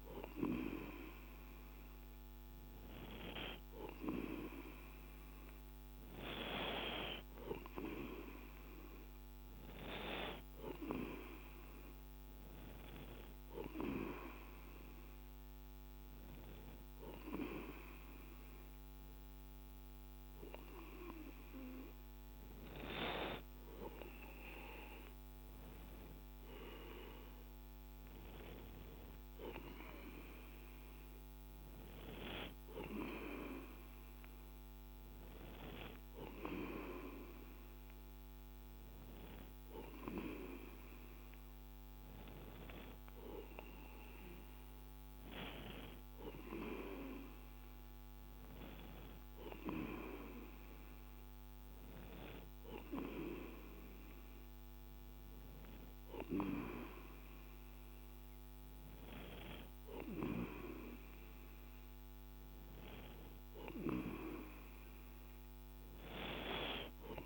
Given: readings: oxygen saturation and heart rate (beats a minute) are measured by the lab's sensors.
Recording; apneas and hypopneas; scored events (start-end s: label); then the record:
breathing in sleep by a microphone on the trachea; none
none scored
From the record:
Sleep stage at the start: N2 (light sleep); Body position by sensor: on the right side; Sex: male